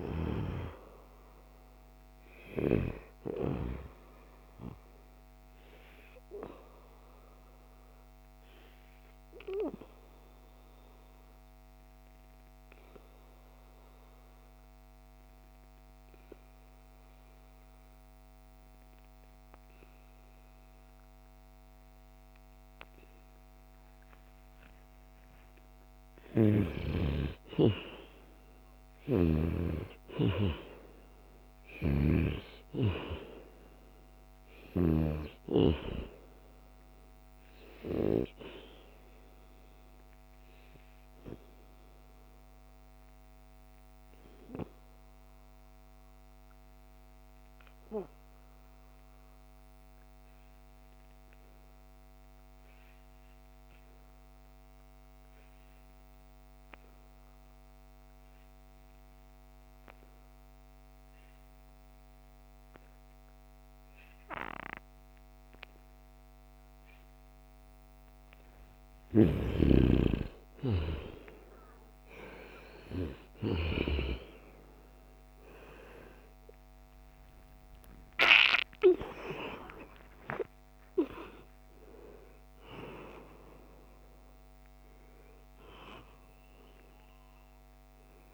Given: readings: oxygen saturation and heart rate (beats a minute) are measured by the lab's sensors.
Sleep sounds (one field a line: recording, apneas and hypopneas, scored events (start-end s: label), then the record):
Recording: breathing in sleep by a microphone on the trachea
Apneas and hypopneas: 2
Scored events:
0.00-15.00 s: oxygen desaturation (device-marked, oxygen 89% lowest, heart rate 74 extreme)
4.50-25.00 s: obstructive apnea (oxygen 97% before, 89% lowest, heart rate 74 before, 74 extreme, up 3 after)
26.00-31.00 s: arousal
30.00-45.00 s: oxygen desaturation (device-marked, oxygen 97% before, 92% lowest, heart rate 76 before, 67 extreme)
39.50-68.00 s: obstructive apnea (oxygen 97% before, 87% lowest, heart rate 77 before, 67 extreme, up 7 after)
63.00-88.34 s: oxygen desaturation (device-marked, oxygen 97% before, 87% lowest, heart rate 76 before, 68 extreme)
72.00-88.34 s: new sleep stage, awake
77.50-79.50 s: long interval between heartbeats (device-marked, heart rate 71 before, 86 extreme)
80.00-82.00 s: long interval between heartbeats (device-marked, heart rate 74 before, 114 extreme)
From the record:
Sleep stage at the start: N2 (light sleep)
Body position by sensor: on the right side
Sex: male